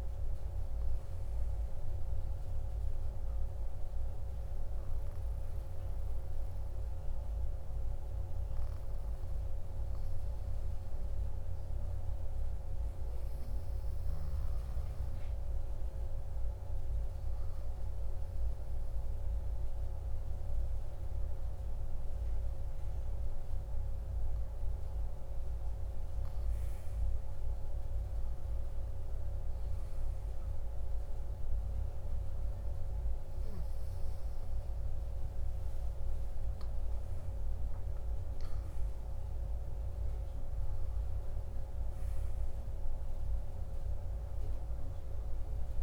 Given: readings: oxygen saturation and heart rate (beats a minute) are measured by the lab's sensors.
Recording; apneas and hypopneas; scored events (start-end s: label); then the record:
breathing in sleep, hard to hear, by a room microphone; none
0.00-1.50 s: arousal
35.50-39.50 s: arousal
From the record:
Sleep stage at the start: N1 (lightest sleep); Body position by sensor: on the back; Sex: male